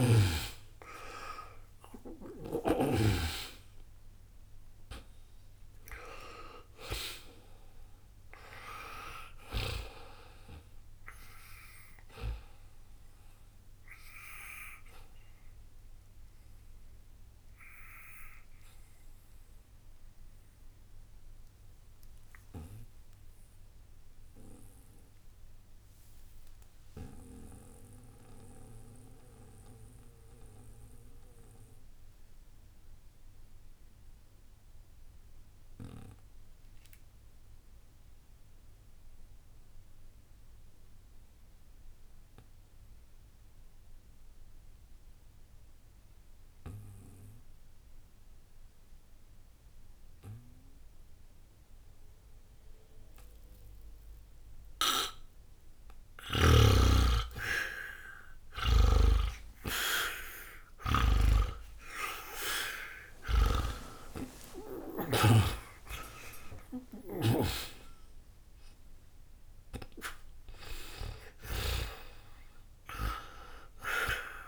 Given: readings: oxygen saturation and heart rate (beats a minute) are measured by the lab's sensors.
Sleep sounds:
breathing in sleep by a room microphone; 1
0.00-2.50 s: snoring (device-marked)
0.00-38.50 s: oxygen desaturation (device-marked, oxygen 82% lowest, heart rate 59 extreme)
15.50-56.00 s: obstructive apnea (oxygen 96% before, 81% lowest, heart rate 112 before, 59 extreme, up 18 after)
56.00-65.00 s: snoring (device-marked)
56.50-74.48 s: oxygen desaturation (device-marked, oxygen 98% before, 81% lowest, heart rate 61 before, 60 extreme)
58.50-63.00 s: arousal
From the record:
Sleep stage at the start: N2 (light sleep); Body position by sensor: on the back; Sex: male

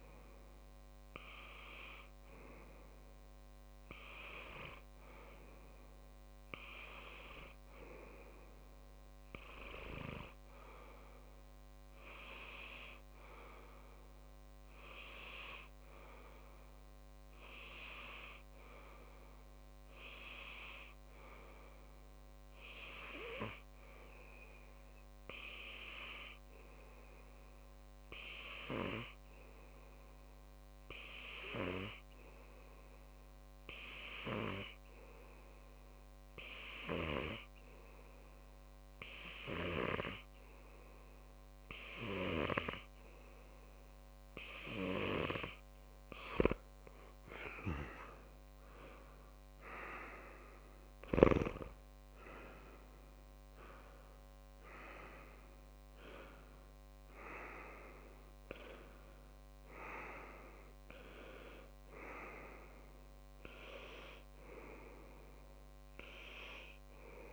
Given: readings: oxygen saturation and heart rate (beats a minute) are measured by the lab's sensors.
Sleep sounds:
breathing in sleep by a microphone on the trachea; 1
0.00-1.00 s: long interval between heartbeats (device-marked)
3.00-9.00 s: tachycardia (device-marked, heart rate 52 before, 102 extreme)
9.00-11.00 s: oxygen desaturation (device-marked, oxygen 99% before, 97% lowest)
11.50-43.50 s: obstructive apnea (oxygen 99% before, 94% lowest)
39.00-41.00 s: long interval between heartbeats (device-marked)
47.00-51.00 s: arousal
61.00-63.00 s: long interval between heartbeats (device-marked)
From the record:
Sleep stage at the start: N2 (light sleep); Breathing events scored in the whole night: 242 in 5.2 hours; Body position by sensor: on the back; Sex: male

